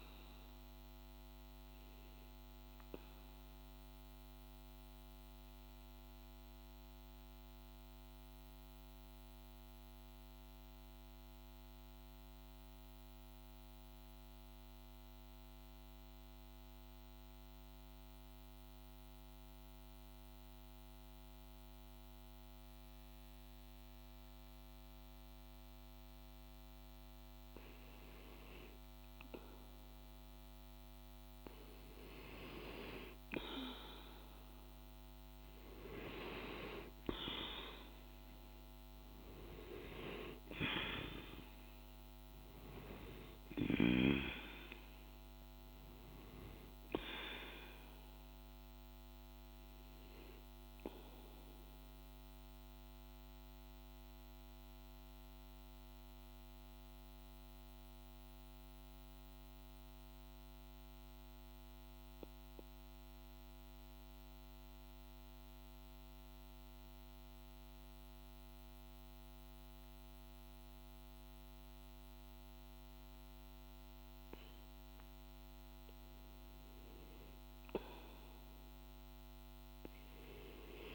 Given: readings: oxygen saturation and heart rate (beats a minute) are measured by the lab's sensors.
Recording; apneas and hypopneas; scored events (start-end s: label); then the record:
breathing in sleep by a microphone on the trachea; 2
0.00-10.50 s: oxygen desaturation (device-marked, oxygen 89% lowest, heart rate 50 extreme)
1.00-29.00 s: mixed apnea (oxygen 98% before, 90% lowest, heart rate 57 before, 50 extreme, up 2 after)
29.50-57.50 s: oxygen desaturation (device-marked, oxygen 98% before, 91% lowest, heart rate 51 before, 49 extreme)
33.00-37.50 s: arousal
49.50-75.50 s: mixed apnea (oxygen 98% before, 90% lowest, heart rate 53 before, 49 extreme, up 2 after)
74.50-80.95 s: oxygen desaturation (device-marked, oxygen 98% before, 90% lowest, heart rate 49 before, 49 extreme)
From the record:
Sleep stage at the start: N2 (light sleep); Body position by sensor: on the back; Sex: male